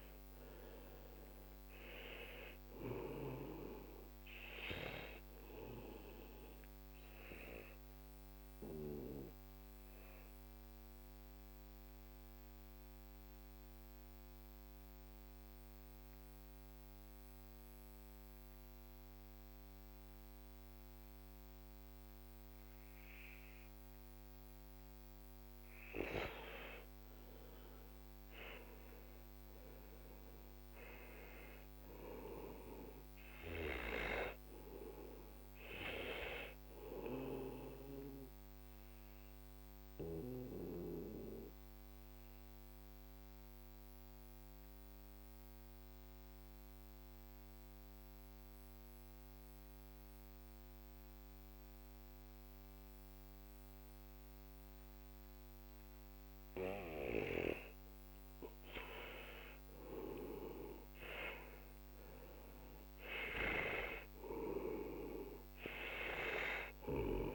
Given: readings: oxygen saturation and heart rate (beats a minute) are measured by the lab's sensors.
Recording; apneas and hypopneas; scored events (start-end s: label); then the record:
breathing in sleep by a microphone on the trachea; 2
0.00-18.00 s: oxygen desaturation (device-marked, oxygen 91% lowest, heart rate 44 extreme)
7.50-25.00 s: obstructive apnea (oxygen 97% before, 91% lowest, heart rate 56 before, 44 extreme, up 12 after)
26.00-30.50 s: arousal
31.00-48.00 s: oxygen desaturation (device-marked, oxygen 97% before, 91% lowest, heart rate 48 before, 44 extreme)
39.00-57.50 s: obstructive apnea (oxygen 97% before, 91% lowest, heart rate 53 before, 43 extreme, up 12 after)
58.50-63.00 s: arousal
61.00-67.35 s: oxygen desaturation (device-marked, oxygen 96% before, 91% lowest, heart rate 48 before, 43 extreme)
From the record:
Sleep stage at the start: N2 (light sleep); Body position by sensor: on the back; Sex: male